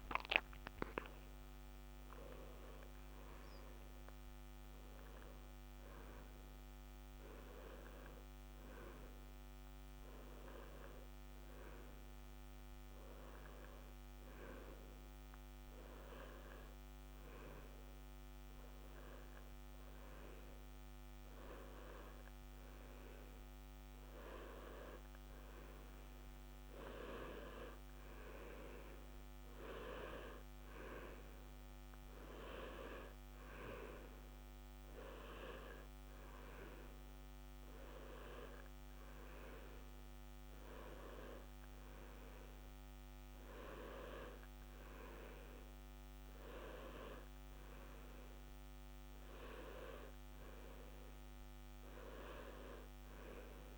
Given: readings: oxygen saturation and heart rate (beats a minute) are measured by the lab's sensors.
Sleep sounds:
breathing in sleep by a microphone on the trachea; none
none scored
From the record:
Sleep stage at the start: N1 (lightest sleep); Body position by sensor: on the left side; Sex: male

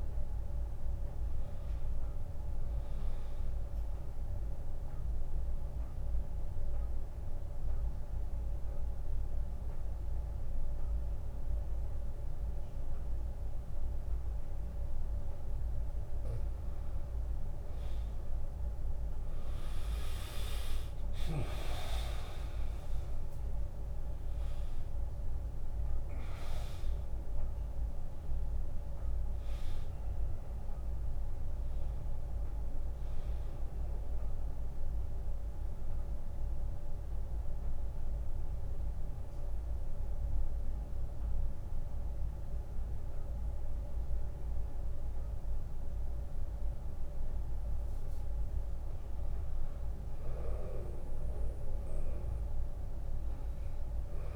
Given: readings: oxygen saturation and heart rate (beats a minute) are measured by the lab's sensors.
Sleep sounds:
breathing in sleep, hard to hear, by a room microphone; 2
3.50-15.50 s: obstructive apnea (oxygen 99% before, 92% lowest, heart rate 79 before, 72 extreme, up 2 after)
20.00-24.00 s: arousal
25.00-39.00 s: drop in pulse transit time (device-marked, heart rate 83 before, 72 extreme)
27.00-35.00 s: oxygen desaturation (device-marked, oxygen 97% before, 93% lowest, heart rate 82 before, 58 extreme)
34.50-47.50 s: obstructive apnea (oxygen 98% before, 92% lowest, heart rate 80 before, 53 extreme, up 18 after)
49.00-52.00 s: arousal
From the record:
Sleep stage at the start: N2 (light sleep); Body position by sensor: on the back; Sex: male

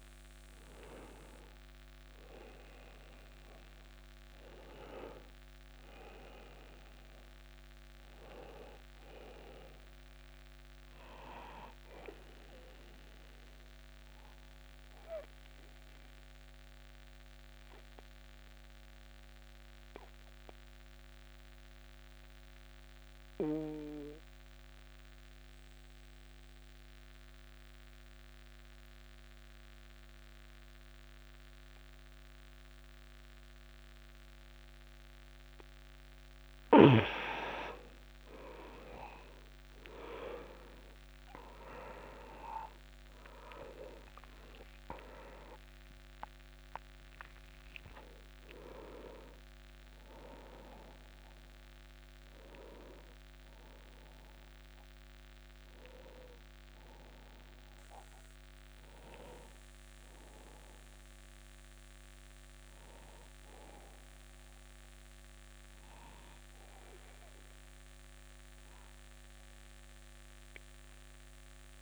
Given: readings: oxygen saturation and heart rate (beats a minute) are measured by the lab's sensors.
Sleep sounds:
breathing in sleep by a microphone on the trachea; 1
13.00-35.50 s: obstructive apnea (oxygen 100% before, 92% lowest, heart rate 36 before, 35 extreme, up 4 after)
38.50-41.50 s: arousal
38.50-50.50 s: oxygen desaturation (device-marked, oxygen 98% before, 94% lowest, heart rate 54 before, 26 extreme)
52.50-69.50 s: oxygen desaturation (device-marked, oxygen 96% before, 92% lowest, heart rate 51 before, 26 extreme)
From the record:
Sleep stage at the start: N1 (lightest sleep); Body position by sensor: on the back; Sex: male

